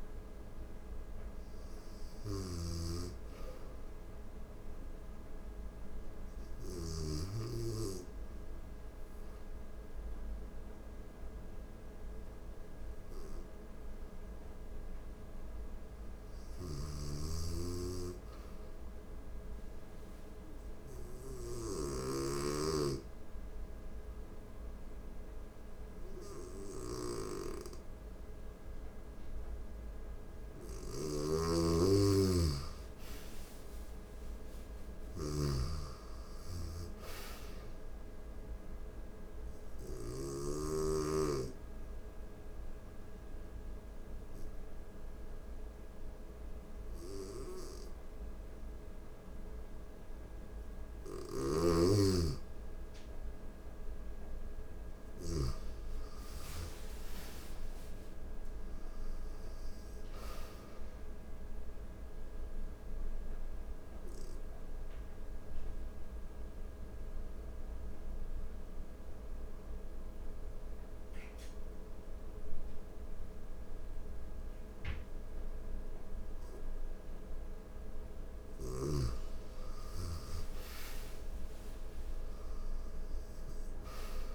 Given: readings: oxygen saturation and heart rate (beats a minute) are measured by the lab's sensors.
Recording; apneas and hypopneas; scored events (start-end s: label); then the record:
breathing in sleep by a room microphone; 3
1.50-6.50 s: snoring (device-marked)
8.00-18.00 s: oxygen desaturation (device-marked, oxygen 99% before, 91% lowest, heart rate 90 before, 82 extreme)
16.00-39.50 s: snoring (device-marked)
18.50-30.50 s: obstructive apnea (oxygen 99% before, 88% lowest, heart rate 90 before, 82 extreme, up 4 after)
30.00-55.00 s: oxygen desaturation (device-marked, oxygen 96% before, 88% lowest, heart rate 84 before, 81 extreme)
32.50-35.50 s: arousal
38.00-49.50 s: obstructive apnea (oxygen 96% before, 87% lowest, heart rate 83 before, 82 extreme, up 0 after)
50.50-55.00 s: snoring (device-marked)
54.00-58.00 s: arousal
61.00-76.50 s: obstructive apnea (oxygen 97% before, 87% lowest, heart rate 85 before, 81 extreme, up 5 after)
66.00-78.00 s: oxygen desaturation (device-marked, oxygen 97% before, 91% lowest, heart rate 85 before, 81 extreme)
78.00-82.50 s: arousal
From the record:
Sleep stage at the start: N2 (light sleep); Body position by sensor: on the right side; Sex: female